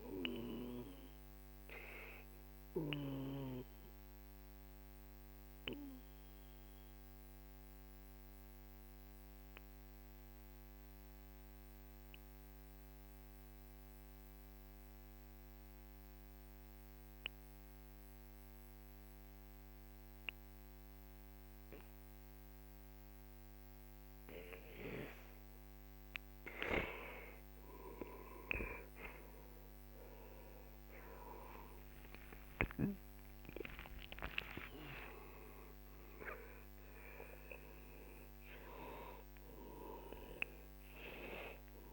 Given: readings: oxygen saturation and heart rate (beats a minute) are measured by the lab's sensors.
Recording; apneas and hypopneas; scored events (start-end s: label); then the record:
breathing in sleep by a microphone on the trachea; 1
0.00-11.00 s: oxygen desaturation (device-marked, oxygen 91% lowest, heart rate 42 extreme)
2.00-26.00 s: obstructive apnea (oxygen 98% before, 91% lowest, heart rate 54 before, 41 extreme, up 15 after)
24.00-41.93 s: oxygen desaturation (device-marked, oxygen 98% before, 91% lowest, heart rate 46 before, 40 extreme)
30.00-34.50 s: arousal
From the record:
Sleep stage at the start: N2 (light sleep); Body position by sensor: on the back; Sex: male